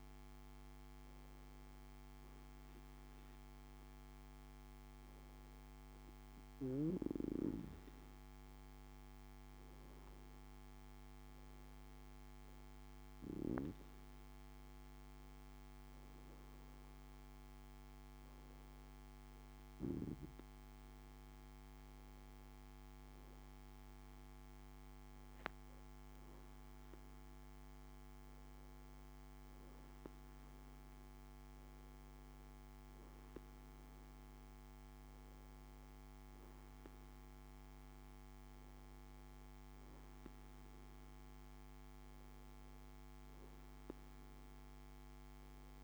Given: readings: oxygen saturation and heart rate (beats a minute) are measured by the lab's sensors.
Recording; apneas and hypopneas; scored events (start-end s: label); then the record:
breathing in sleep by a microphone on the trachea; none
none scored
From the record:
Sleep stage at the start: N2 (light sleep); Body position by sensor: on the back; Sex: male